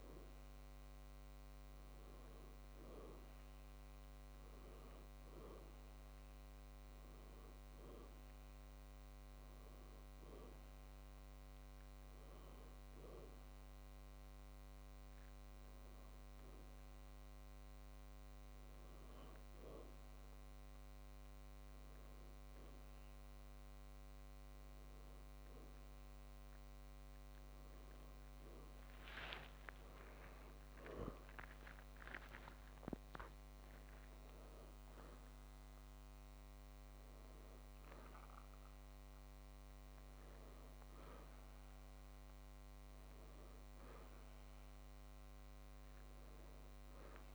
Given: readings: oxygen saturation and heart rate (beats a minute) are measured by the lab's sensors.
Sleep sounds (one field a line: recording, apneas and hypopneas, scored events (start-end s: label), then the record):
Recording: a person awake in a sleep study, by a microphone on the trachea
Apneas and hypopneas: none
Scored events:
none scored
From the record:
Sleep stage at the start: awake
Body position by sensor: on the back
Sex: male